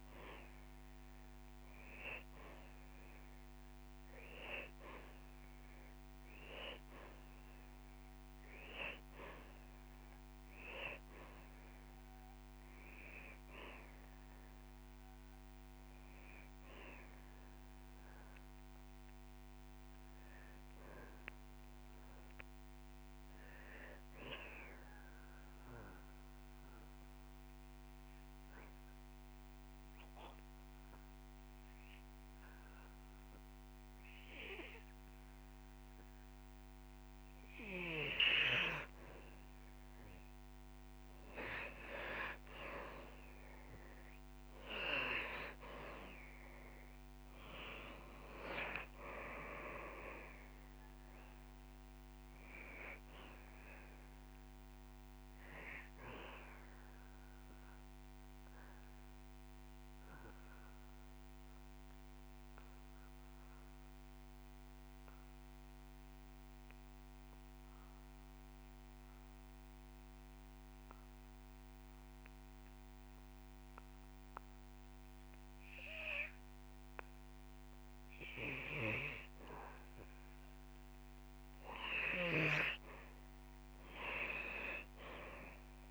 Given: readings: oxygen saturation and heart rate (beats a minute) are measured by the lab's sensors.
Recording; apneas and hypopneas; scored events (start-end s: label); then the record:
breathing in sleep by a microphone on the trachea; 2
0.50-16.50 s: oxygen desaturation (device-marked, oxygen 96% before, 91% lowest)
4.50-6.50 s: long interval between heartbeats (device-marked)
13.50-15.50 s: long interval between heartbeats (device-marked)
18.00-21.00 s: arousal
23.50-25.50 s: long interval between heartbeats (device-marked)
24.50-39.50 s: obstructive apnea (oxygen 100% before, 91% lowest)
33.00-35.00 s: long interval between heartbeats (device-marked)
38.50-46.50 s: drop in pulse transit time (device-marked)
42.00-45.00 s: arousal
43.00-45.00 s: long interval between heartbeats (device-marked)
44.50-85.50 s: oxygen desaturation (device-marked, oxygen 98% before, 91% lowest)
55.00-81.00 s: obstructive apnea (oxygen 99% before, 90% lowest)
59.00-61.00 s: long interval between heartbeats (device-marked)
67.00-69.00 s: long interval between heartbeats (device-marked)
75.50-77.50 s: long interval between heartbeats (device-marked)
83.00-85.00 s: long interval between heartbeats (device-marked)
From the record:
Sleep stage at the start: N2 (light sleep); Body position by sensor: on the back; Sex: male